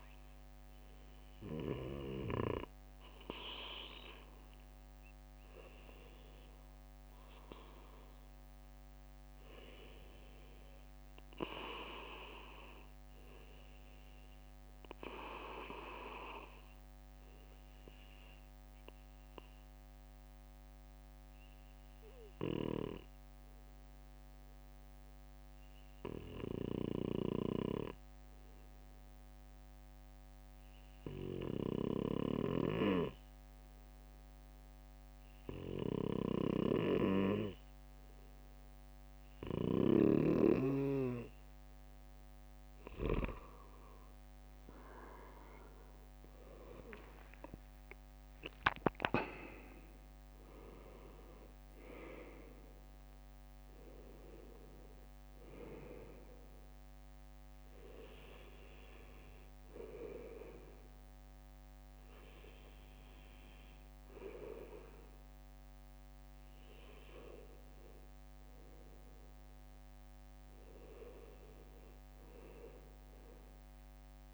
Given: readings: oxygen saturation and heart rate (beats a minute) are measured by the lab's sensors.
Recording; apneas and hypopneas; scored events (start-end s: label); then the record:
breathing in sleep by a microphone on the trachea; 1
0.00-5.00 s: bradycardia (device-marked, heart rate 59 before, 59 extreme)
5.50-9.00 s: arousal
10.00-33.00 s: bradycardia (device-marked, heart rate 59 before, 58 extreme)
12.50-40.50 s: obstructive apnea (oxygen 97% before, 96% lowest, heart rate 60 before, 57 extreme, up 2 after)
43.00-46.00 s: arousal
56.00-74.33 s: bradycardia (device-marked, heart rate 59 before, 56 extreme)
72.00-74.33 s: arousal
From the record:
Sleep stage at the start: N2 (light sleep); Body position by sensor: on the back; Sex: male